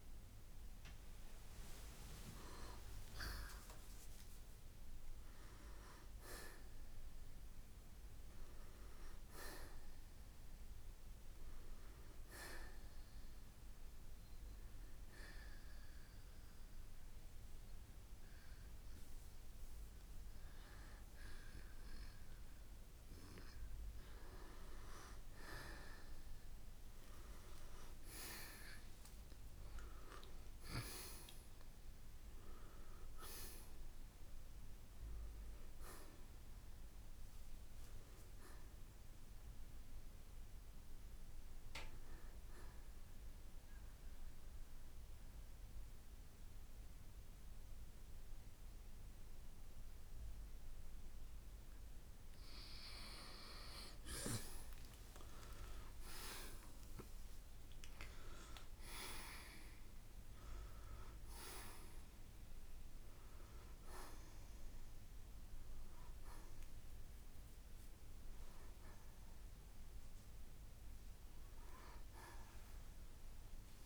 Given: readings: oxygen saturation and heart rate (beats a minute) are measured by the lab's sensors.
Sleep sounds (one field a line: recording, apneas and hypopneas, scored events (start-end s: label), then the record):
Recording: breathing in sleep by a room microphone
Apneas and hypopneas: 2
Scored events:
0.00-10.50 s: oxygen desaturation (device-marked, oxygen 85% lowest, heart rate 52 extreme)
3.00-7.50 s: arousal
14.00-24.50 s: hypopnea (oxygen 93% before, 84% lowest, heart rate 89 before, 52 extreme, up 6 after)
25.50-30.50 s: arousal
31.50-54.50 s: oxygen desaturation (device-marked, oxygen 93% before, 86% lowest, heart rate 65 before, 56 extreme)
43.00-53.00 s: central apnea (oxygen 94% before, 84% lowest, heart rate 63 before, 56 extreme, up 10 after)
55.50-73.86 s: new sleep stage, awake
71.50-73.86 s: oxygen desaturation (device-marked, oxygen 93% before, 84% lowest, heart rate 62 before, 66 extreme)
From the record:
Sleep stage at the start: N2 (light sleep)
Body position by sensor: on the right side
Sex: male